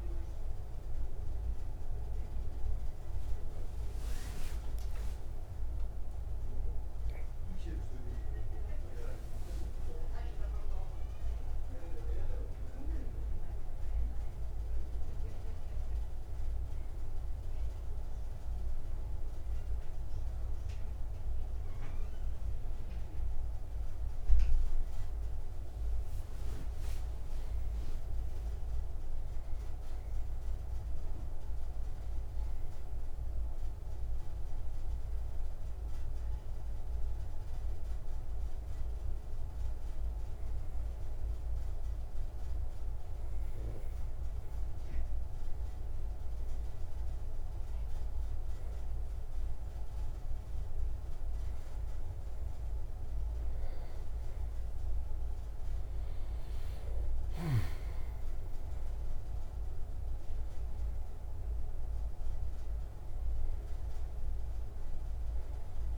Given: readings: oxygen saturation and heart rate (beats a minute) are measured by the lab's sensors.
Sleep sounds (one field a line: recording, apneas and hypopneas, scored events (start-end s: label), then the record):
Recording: breathing in sleep, hard to hear, by a room microphone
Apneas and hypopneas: 1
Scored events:
40.50-52.50 s: hypopnea (oxygen 95% before, 89% lowest, heart rate 111 before, 45 extreme)
54.50-59.50 s: arousal
From the record:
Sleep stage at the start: N2 (light sleep)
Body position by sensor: on the right side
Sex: male